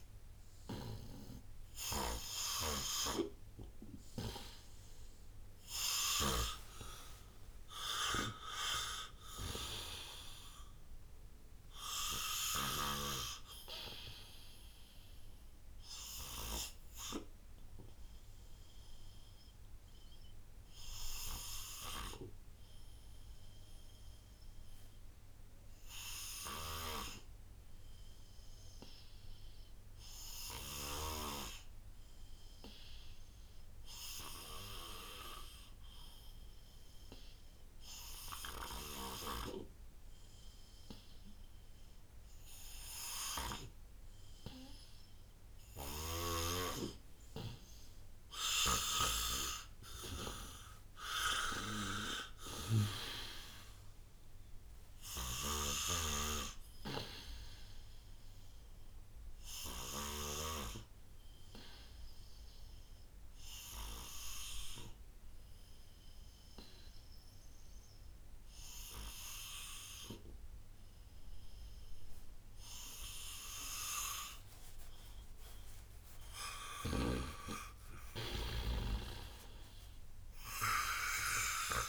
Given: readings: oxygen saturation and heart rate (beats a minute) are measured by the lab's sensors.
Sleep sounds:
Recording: breathing in sleep by a room microphone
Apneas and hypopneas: 2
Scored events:
0.00-12.00 s: oxygen desaturation (device-marked, oxygen 84% lowest, heart rate 58 extreme)
2.50-6.50 s: snoring (device-marked)
7.00-10.50 s: arousal
16.00-41.50 s: obstructive apnea (oxygen 89% before, 86% lowest, heart rate 68 before, 57 extreme, up 15 after)
26.50-31.00 s: snoring (device-marked)
39.00-43.50 s: snoring (device-marked)
45.50-49.00 s: snoring (device-marked)
45.50-50.00 s: arousal
47.00-79.00 s: oxygen desaturation (device-marked, oxygen 95% before, 86% lowest, heart rate 59 before, 59 extreme)
55.00-60.00 s: snoring (device-marked)
60.50-75.00 s: obstructive apnea (oxygen 95% before, 85% lowest, heart rate 67 before, 59 extreme, up 24 after)
76.00-79.50 s: arousal
From the record:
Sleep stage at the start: N2 (light sleep)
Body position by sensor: on the right side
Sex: male

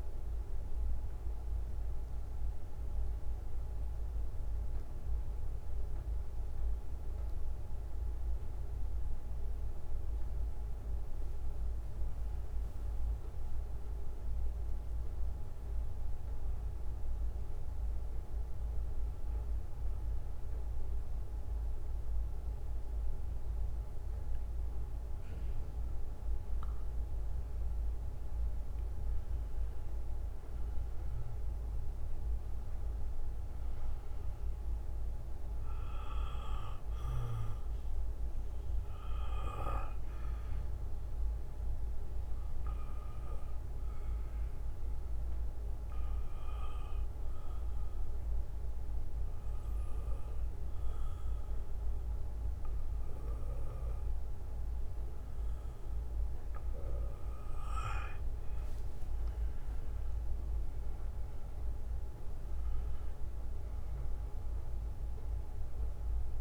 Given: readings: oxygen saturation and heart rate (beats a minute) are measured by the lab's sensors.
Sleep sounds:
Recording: breathing in sleep, hard to hear, by a room microphone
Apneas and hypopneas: 2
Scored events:
0.00-10.50 s: bradycardia (device-marked, heart rate 51 extreme)
0.50-13.50 s: oxygen desaturation (device-marked, oxygen 97% before, 93% lowest, heart rate 65 before, 54 extreme)
13.50-15.50 s: bradycardia (device-marked, heart rate 61 before, 60 extreme)
17.50-27.50 s: bradycardia (device-marked, heart rate 61 before, 56 extreme)
18.00-29.00 s: obstructive apnea (oxygen 97% before, 91% lowest, heart rate 59 before, 57 extreme, up 12 after)
31.50-34.50 s: arousal
35.50-44.50 s: bradycardia (device-marked, heart rate 61 before, 57 extreme)
39.00-57.50 s: obstructive apnea (oxygen 98% before, 91% lowest, heart rate 61 before, 51 extreme, up 11 after)
48.50-51.50 s: bradycardia (device-marked, heart rate 61 before, 60 extreme)
49.50-59.50 s: oxygen desaturation (device-marked, oxygen 96% before, 93% lowest, heart rate 61 before, 51 extreme)
60.50-64.00 s: arousal
From the record:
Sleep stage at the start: N2 (light sleep)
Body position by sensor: on the back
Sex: male

